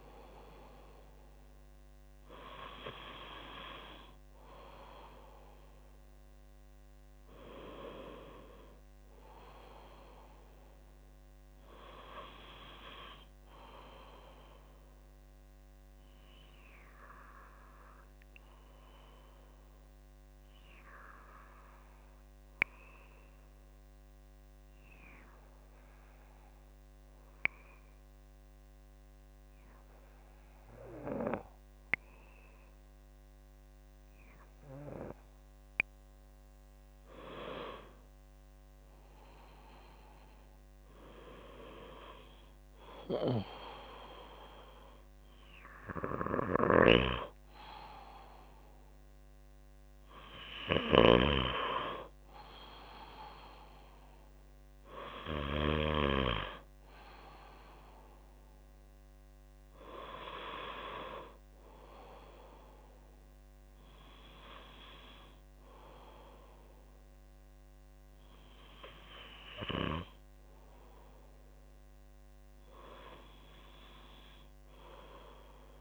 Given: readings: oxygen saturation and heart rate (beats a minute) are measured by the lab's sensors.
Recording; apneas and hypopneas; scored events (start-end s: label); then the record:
breathing in sleep by a microphone on the trachea; 1
17.50-34.50 s: obstructive apnea (oxygen 98% before, 96% lowest, heart rate 51 before, 45 extreme, up 12 after)
37.50-41.50 s: arousal
46.00-51.00 s: snoring (device-marked)
From the record:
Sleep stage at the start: N2 (light sleep); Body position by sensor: on the back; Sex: female